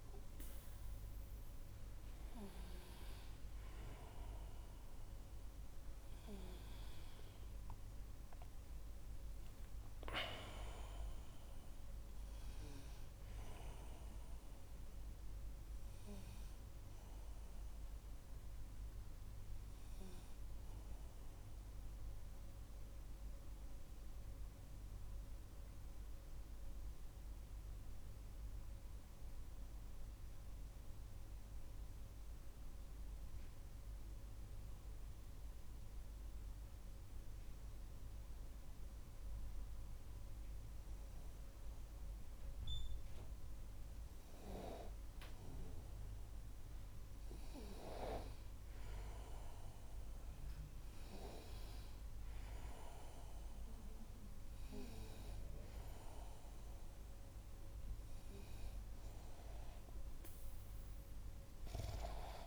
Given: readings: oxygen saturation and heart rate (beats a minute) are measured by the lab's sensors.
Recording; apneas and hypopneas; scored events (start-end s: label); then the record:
breathing in sleep by a room microphone; 1
14.50-18.50 s: arousal
22.00-41.50 s: obstructive apnea (oxygen 98% before, 94% lowest, heart rate 50 before, 41 extreme, up 9 after)
45.00-49.50 s: arousal
51.00-62.47 s: oxygen desaturation (device-marked, oxygen 98% before, 94% lowest, heart rate 51 before, 46 extreme)
From the record:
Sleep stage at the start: N2 (light sleep); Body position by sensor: on the back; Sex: male